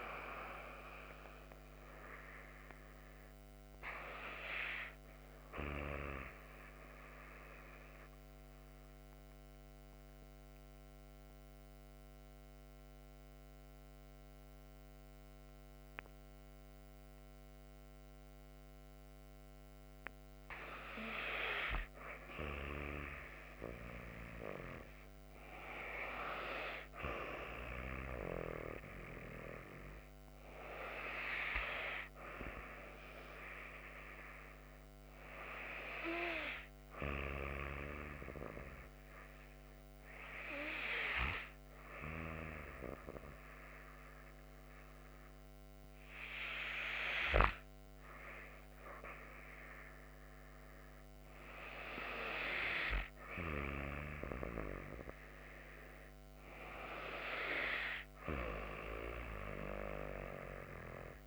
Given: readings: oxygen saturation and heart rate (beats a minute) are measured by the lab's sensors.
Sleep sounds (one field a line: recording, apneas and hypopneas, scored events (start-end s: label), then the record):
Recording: breathing in sleep by a microphone on the trachea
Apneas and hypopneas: 2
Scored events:
7.00-18.50 s: obstructive apnea (oxygen 96% before, 94% lowest)
20.50-24.00 s: arousal
37.50-51.00 s: hypopnea (oxygen 97% before, 94% lowest)
52.00-55.50 s: arousal
From the record:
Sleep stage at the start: N2 (light sleep)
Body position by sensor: on the back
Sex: female